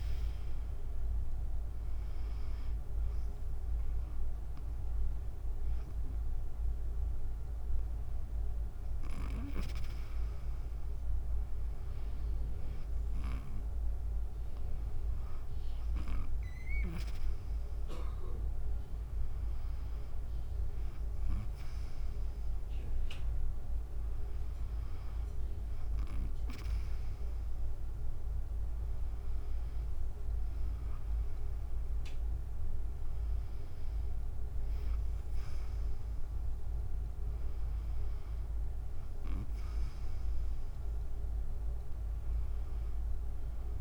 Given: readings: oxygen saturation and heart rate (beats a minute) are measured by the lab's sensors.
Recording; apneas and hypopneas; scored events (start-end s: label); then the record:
breathing in sleep by a room microphone; none
0.00-7.00 s: drop in pulse transit time (device-marked, heart rate 71 extreme)
20.00-33.00 s: drop in pulse transit time (device-marked, heart rate 72 before, 67 extreme)
From the record:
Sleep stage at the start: N2 (light sleep); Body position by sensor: on the back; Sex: female